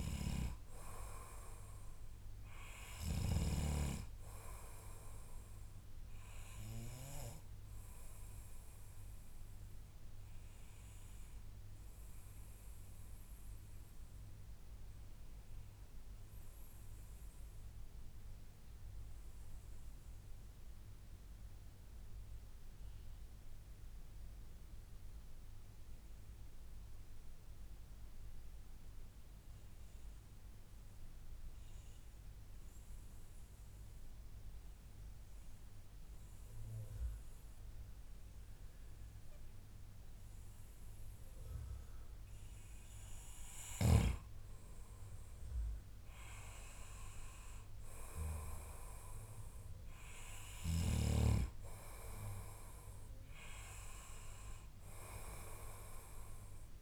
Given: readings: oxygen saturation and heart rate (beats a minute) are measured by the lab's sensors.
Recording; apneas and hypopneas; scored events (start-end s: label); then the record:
breathing in sleep by a room microphone; 1
0.00-10.50 s: oxygen desaturation (device-marked, oxygen 92% lowest, heart rate 97 extreme)
8.00-43.00 s: obstructive apnea (oxygen 97% before, 92% lowest, heart rate 102 before, 97 extreme, up 9 after)
23.50-25.50 s: long interval between heartbeats (device-marked, heart rate 103 before, 102 extreme)
36.00-38.00 s: long interval between heartbeats (device-marked, heart rate 102 before, 101 extreme)
42.50-56.81 s: oxygen desaturation (device-marked, oxygen 97% before, 93% lowest, heart rate 101 before, 79 extreme)
44.50-49.00 s: arousal
From the record:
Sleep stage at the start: N2 (light sleep); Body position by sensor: on the back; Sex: male